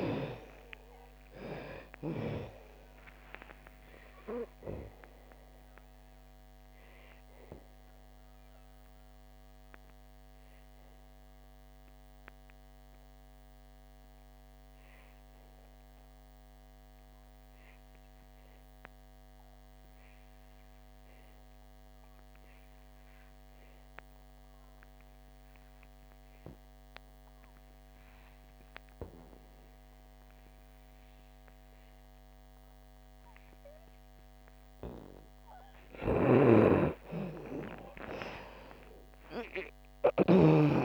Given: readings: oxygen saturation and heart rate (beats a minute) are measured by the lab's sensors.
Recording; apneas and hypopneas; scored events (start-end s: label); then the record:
breathing in sleep by a microphone on the trachea; 1
0.00-2.50 s: arousal
0.00-26.00 s: oxygen desaturation (device-marked, oxygen 73% lowest, heart rate 59 extreme)
6.00-34.50 s: obstructive apnea (oxygen 99% before, 71% lowest, heart rate 81 before, 59 extreme, up 28 after)
28.00-40.85 s: oxygen desaturation (device-marked, oxygen 97% before, 71% lowest, heart rate 64 before, 59 extreme)
36.00-40.50 s: snoring (device-marked)
36.50-40.85 s: arousal
From the record:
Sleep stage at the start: N2 (light sleep); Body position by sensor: on the back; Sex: female